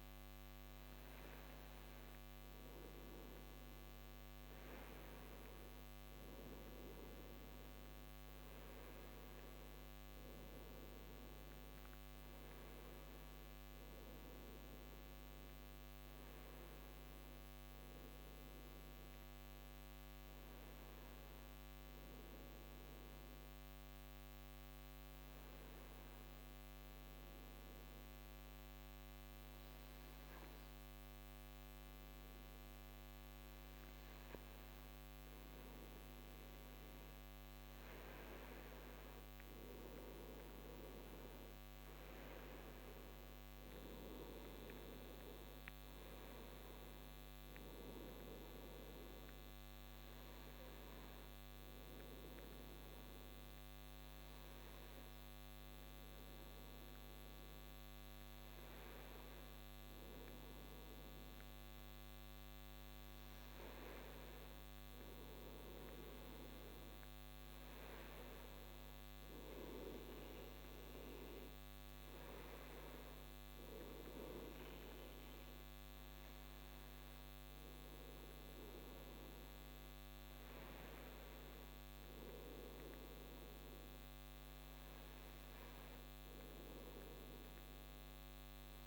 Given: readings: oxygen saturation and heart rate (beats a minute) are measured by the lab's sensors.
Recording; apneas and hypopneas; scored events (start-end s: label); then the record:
breathing in sleep, hard to hear, by a microphone on the trachea; 1
22.00-34.50 s: hypopnea (oxygen 95% before, 93% lowest)
35.00-39.00 s: arousal
From the record:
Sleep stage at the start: N2 (light sleep); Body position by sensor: on the right side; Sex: male